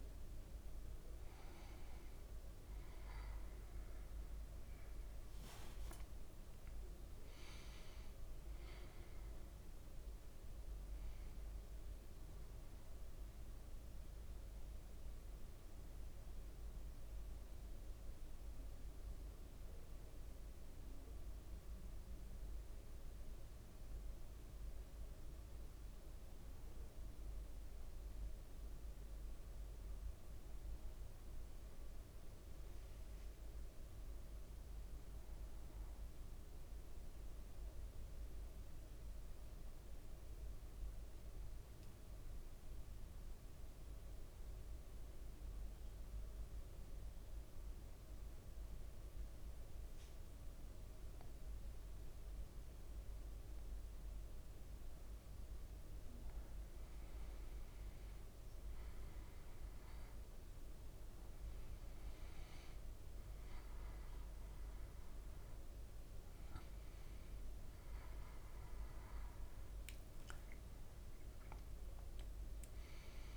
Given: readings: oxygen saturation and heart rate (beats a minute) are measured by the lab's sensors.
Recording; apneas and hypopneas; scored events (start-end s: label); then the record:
breathing in sleep, hard to hear, by a room microphone; 1
0.50-5.00 s: arousal
38.50-55.50 s: central apnea (oxygen 100% before, 94% lowest, heart rate 56 before, 55 extreme, up 4 after)
57.00-61.50 s: arousal
63.00-73.37 s: oxygen desaturation (device-marked, oxygen 99% before, 94% lowest, heart rate 56 before, 53 extreme)
From the record:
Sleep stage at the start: N1 (lightest sleep); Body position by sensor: on the back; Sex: male